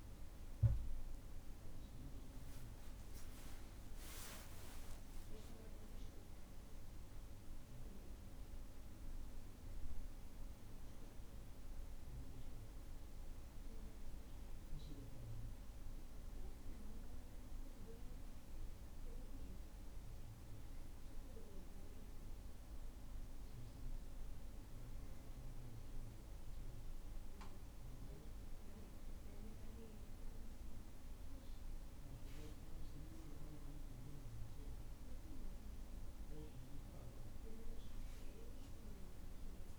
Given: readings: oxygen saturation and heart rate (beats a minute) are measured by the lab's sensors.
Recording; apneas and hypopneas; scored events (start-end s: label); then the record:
breathing in sleep, hard to hear, by a room microphone; none
4.50-6.50 s: long interval between heartbeats (device-marked, heart rate 57 before, 65 extreme)
From the record:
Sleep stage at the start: N2 (light sleep); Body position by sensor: on the back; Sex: male